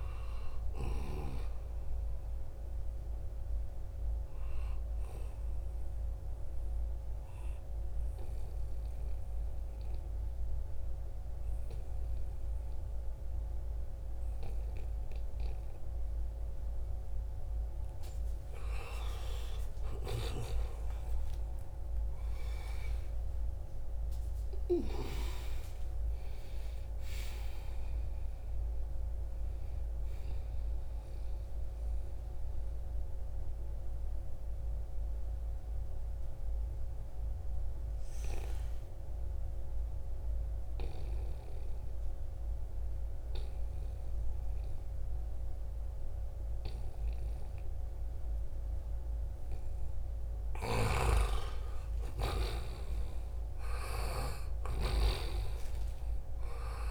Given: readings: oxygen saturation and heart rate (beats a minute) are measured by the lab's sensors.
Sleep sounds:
breathing in sleep by a room microphone; 2
0.00-7.50 s: oxygen desaturation (device-marked, oxygen 87% lowest, heart rate 74 extreme)
6.50-17.50 s: obstructive apnea (oxygen 94% before, 91% lowest, heart rate 79 before, 74 extreme, up 5 after)
19.00-25.50 s: arousal
26.50-37.50 s: oxygen desaturation (device-marked, oxygen 96% before, 92% lowest, heart rate 77 before, 71 extreme)
32.50-51.00 s: mixed apnea (oxygen 96% before, 89% lowest, heart rate 78 before, 71 extreme, up 5 after)
50.50-56.90 s: snoring (device-marked)
52.50-56.90 s: arousal
From the record:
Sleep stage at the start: N2 (light sleep); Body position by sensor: on the right side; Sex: male

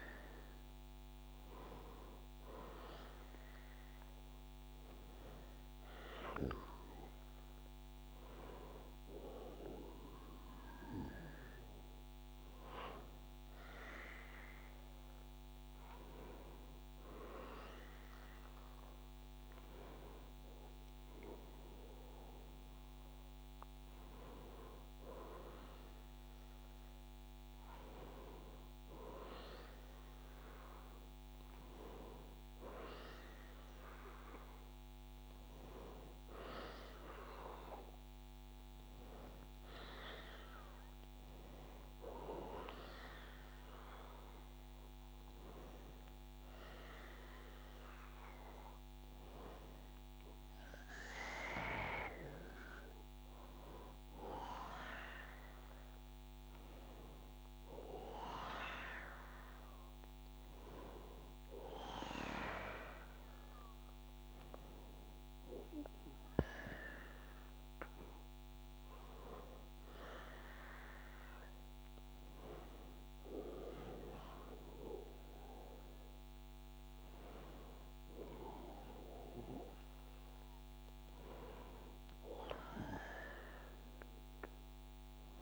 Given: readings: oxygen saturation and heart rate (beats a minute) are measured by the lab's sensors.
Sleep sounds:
a person awake in a sleep study, by a microphone on the trachea; none
none scored
From the record:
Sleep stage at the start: awake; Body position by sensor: on the back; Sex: male

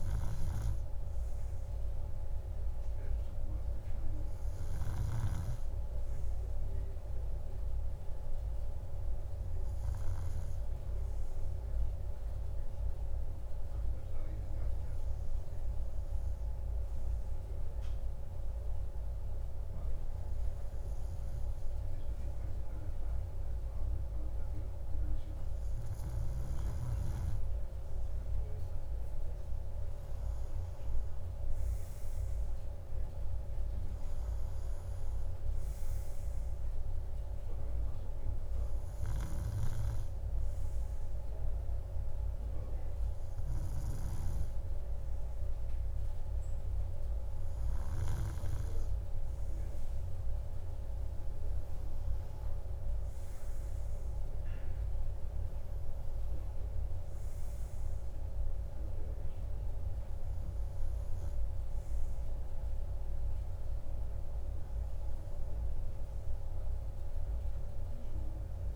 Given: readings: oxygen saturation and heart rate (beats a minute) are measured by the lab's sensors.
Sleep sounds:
breathing in sleep, hard to hear, by a room microphone; none
none scored
From the record:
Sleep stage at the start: N2 (light sleep); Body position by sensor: on the right side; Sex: male

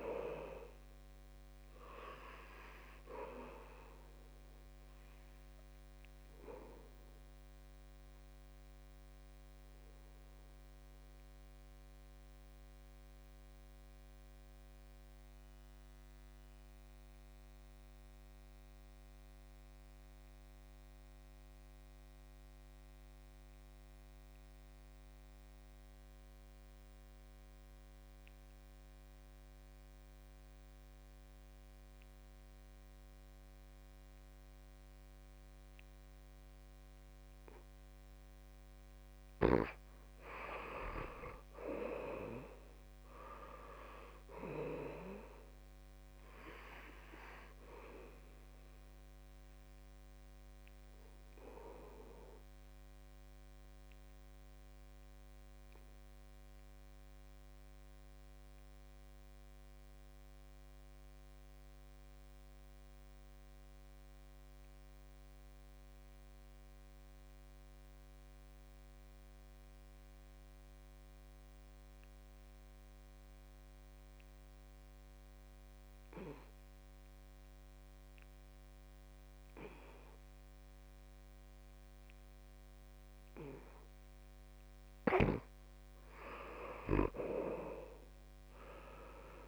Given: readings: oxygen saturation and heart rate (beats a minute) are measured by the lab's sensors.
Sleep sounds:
breathing in sleep by a microphone on the trachea; 2
0.00-24.50 s: oxygen desaturation (device-marked, oxygen 80% lowest, heart rate 66 extreme)
8.00-37.50 s: obstructive apnea (oxygen 96% before, 80% lowest, heart rate 72 before, 66 extreme, up 8 after)
31.50-67.50 s: oxygen desaturation (device-marked, oxygen 97% before, 80% lowest, heart rate 67 before, 66 extreme)
42.50-46.50 s: arousal
52.00-83.00 s: obstructive apnea (oxygen 97% before, 78% lowest, heart rate 72 before, 66 extreme, up 8 after)
75.50-89.48 s: oxygen desaturation (device-marked, oxygen 97% before, 78% lowest, heart rate 68 before, 70 extreme)
80.00-82.00 s: long interval between heartbeats (device-marked, heart rate 68 before, 70 extreme)
85.50-87.50 s: long interval between heartbeats (device-marked, heart rate 70 before, 70 extreme)
From the record:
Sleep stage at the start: N2 (light sleep); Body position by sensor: on the back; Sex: male

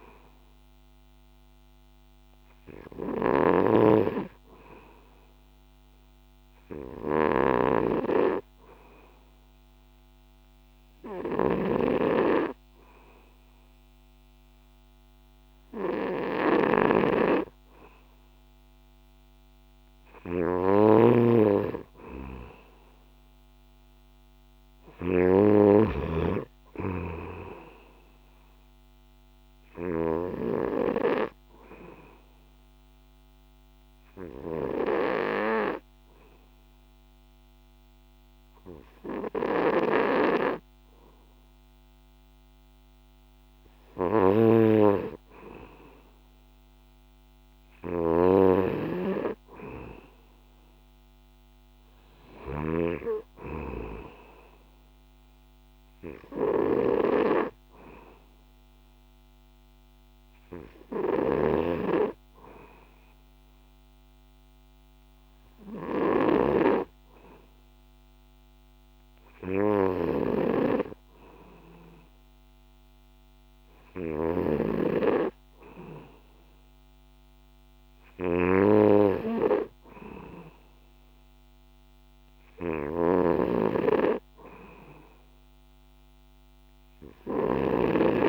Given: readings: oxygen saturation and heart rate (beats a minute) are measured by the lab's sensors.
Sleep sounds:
breathing in sleep by a microphone on the trachea; 3
0.00-2.50 s: arousal
3.00-30.50 s: snoring (device-marked)
7.50-19.50 s: hypopnea (oxygen 96% before, 93% lowest, heart rate 64 before, 63 extreme, up 2 after)
22.50-26.00 s: arousal
32.50-44.00 s: obstructive apnea (oxygen 95% before, 93% lowest, heart rate 65 before, 63 extreme, up 2 after)
44.00-88.00 s: snoring (device-marked)
46.00-50.00 s: arousal
52.00-69.00 s: oxygen desaturation (device-marked, oxygen 97% before, 93% lowest, heart rate 65 before, 63 extreme)
59.50-70.50 s: hypopnea (oxygen 97% before, 93% lowest, heart rate 65 before, 63 extreme, up 2 after)
73.00-77.00 s: arousal
From the record:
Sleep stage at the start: N2 (light sleep); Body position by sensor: on the back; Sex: male

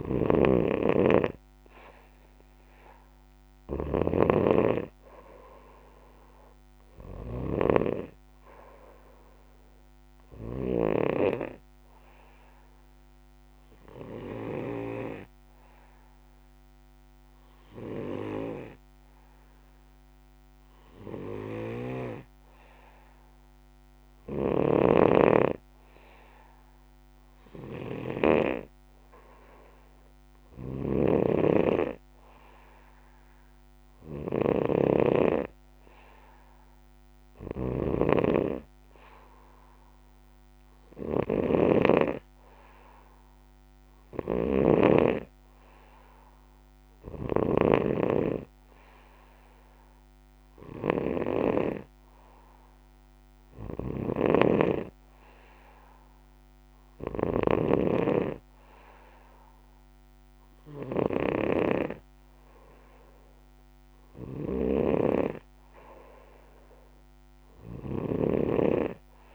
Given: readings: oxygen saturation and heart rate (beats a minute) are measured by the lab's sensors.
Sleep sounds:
breathing in sleep by a microphone on the trachea; 1
0.00-11.00 s: snoring (device-marked)
11.50-24.00 s: obstructive apnea (oxygen 95% before, 91% lowest, heart rate 63 before, 61 extreme, up 0 after)
24.50-28.50 s: snoring (device-marked)
26.50-29.50 s: arousal
30.50-51.50 s: snoring (device-marked)
34.50-40.50 s: oxygen desaturation (device-marked, oxygen 95% before, 91% lowest, heart rate 65 before, 61 extreme)
53.50-69.35 s: snoring (device-marked)
From the record:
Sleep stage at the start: N2 (light sleep); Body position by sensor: on the back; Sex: male

